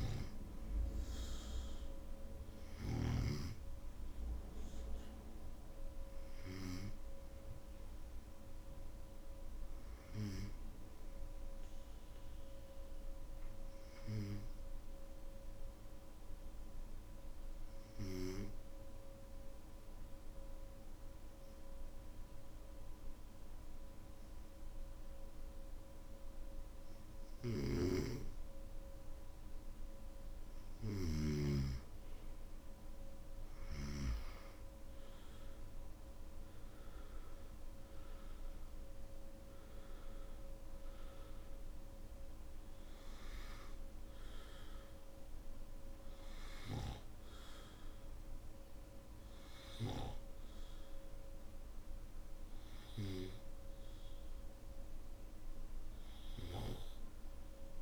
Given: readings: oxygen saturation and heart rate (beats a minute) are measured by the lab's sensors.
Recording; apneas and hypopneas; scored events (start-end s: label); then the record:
breathing in sleep by a room microphone; 1
0.00-12.50 s: oxygen desaturation (device-marked, oxygen 92% lowest, heart rate 52 extreme)
13.00-31.50 s: hypopnea (oxygen 97% before, 93% lowest, heart rate 56 before, 52 extreme, up 16 after)
40.50-50.50 s: oxygen desaturation (device-marked, oxygen 97% before, 93% lowest, heart rate 59 before, 51 extreme)
From the record:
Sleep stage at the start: N1 (lightest sleep); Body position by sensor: on the back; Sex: male